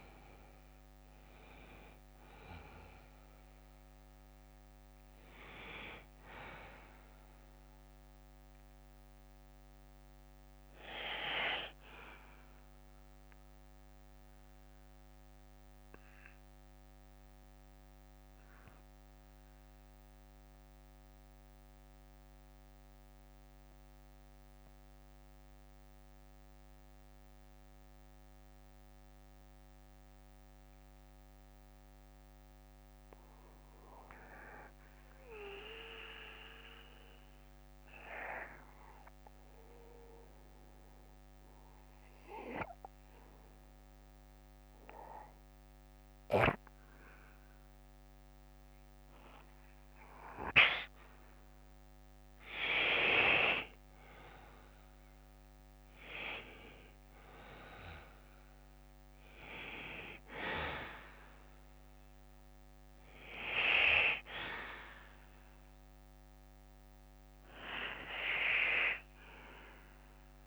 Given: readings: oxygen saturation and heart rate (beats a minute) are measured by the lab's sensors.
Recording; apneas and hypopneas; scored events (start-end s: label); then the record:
breathing in sleep by a microphone on the trachea; 1
5.00-33.00 s: bradycardia (device-marked, heart rate 60 before, 52 extreme)
15.50-34.50 s: central apnea (oxygen 97% before, 91% lowest, heart rate 64 before, 57 extreme, up 9 after)
37.00-41.50 s: arousal
46.00-70.47 s: oxygen desaturation (device-marked, oxygen 99% before, 92% lowest, heart rate 60 before, 49 extreme)
59.00-70.47 s: bradycardia (device-marked, heart rate 60 before, 49 extreme)
From the record:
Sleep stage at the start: N2 (light sleep); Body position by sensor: on the back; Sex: male